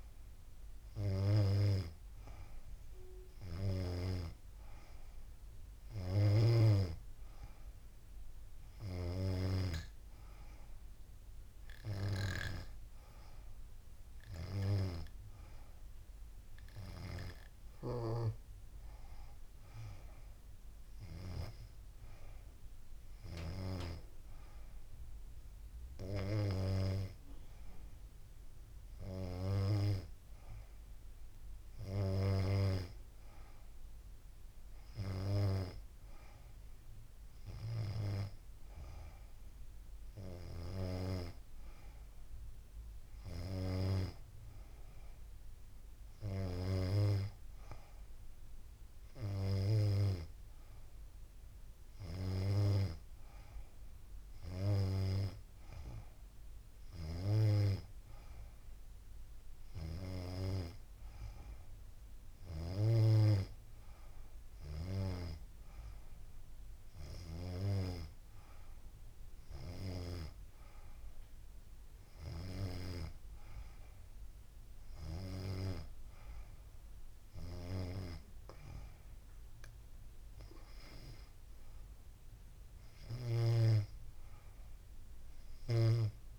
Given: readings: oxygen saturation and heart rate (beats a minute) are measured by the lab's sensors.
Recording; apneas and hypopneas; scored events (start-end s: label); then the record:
breathing in sleep by a room microphone; none
none scored
From the record:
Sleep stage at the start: N2 (light sleep); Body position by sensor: on the back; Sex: female